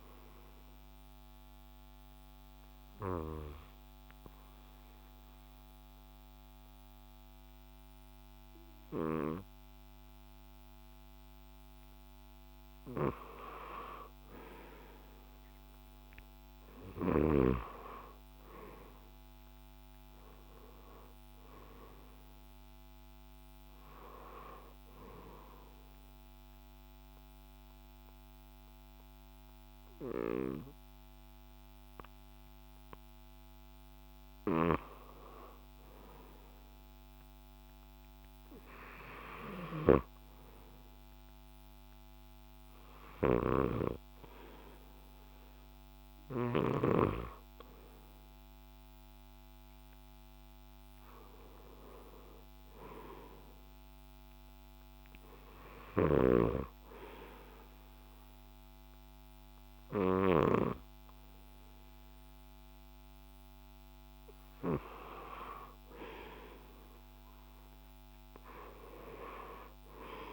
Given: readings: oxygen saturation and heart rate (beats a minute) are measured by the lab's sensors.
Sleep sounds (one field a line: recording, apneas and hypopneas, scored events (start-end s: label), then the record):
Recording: breathing in sleep by a microphone on the trachea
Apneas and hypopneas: 3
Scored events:
0.50-13.00 s: obstructive apnea (oxygen 95% before, 88% lowest)
13.00-17.00 s: oxygen desaturation (device-marked, oxygen 92% before, 88% lowest)
14.50-17.50 s: arousal
16.00-25.00 s: drop in pulse transit time (device-marked)
26.00-36.50 s: mixed apnea (oxygen 95% before, 88% lowest)
26.00-42.00 s: oxygen desaturation (device-marked, oxygen 94% before, 88% lowest)
30.00-36.00 s: drop in pulse transit time (device-marked)
41.00-44.50 s: arousal
49.00-56.00 s: oxygen desaturation (device-marked, oxygen 95% before, 89% lowest)
53.50-63.50 s: obstructive apnea (oxygen 95% before, 88% lowest)
56.00-61.00 s: snoring (device-marked)
58.00-65.00 s: drop in pulse transit time (device-marked)
65.00-68.50 s: arousal
67.00-70.33 s: oxygen desaturation (device-marked, oxygen 91% before, 88% lowest)
From the record:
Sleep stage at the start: N2 (light sleep)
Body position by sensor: on the left side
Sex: male